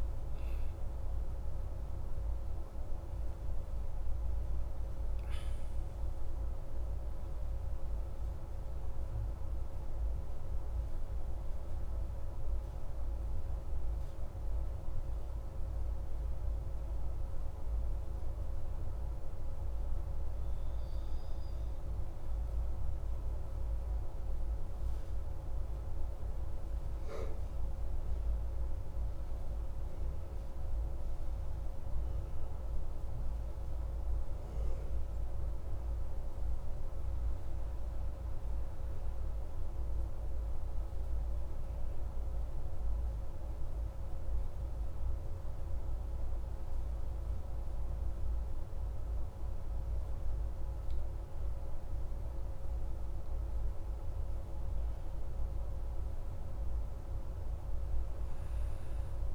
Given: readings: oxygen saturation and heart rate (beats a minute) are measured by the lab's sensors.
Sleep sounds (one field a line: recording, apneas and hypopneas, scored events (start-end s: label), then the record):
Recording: breathing in sleep, hard to hear, by a room microphone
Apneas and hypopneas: 1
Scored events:
23.50-59.35 s: new sleep stage, N2 (light sleep)
24.50-29.00 s: arousal
33.50-49.50 s: central apnea (oxygen 98% before, 95% lowest, heart rate 39 before, 25 extreme, up 12 after)
51.50-56.00 s: arousal
From the record:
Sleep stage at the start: N1 (lightest sleep)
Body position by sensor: on the back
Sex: male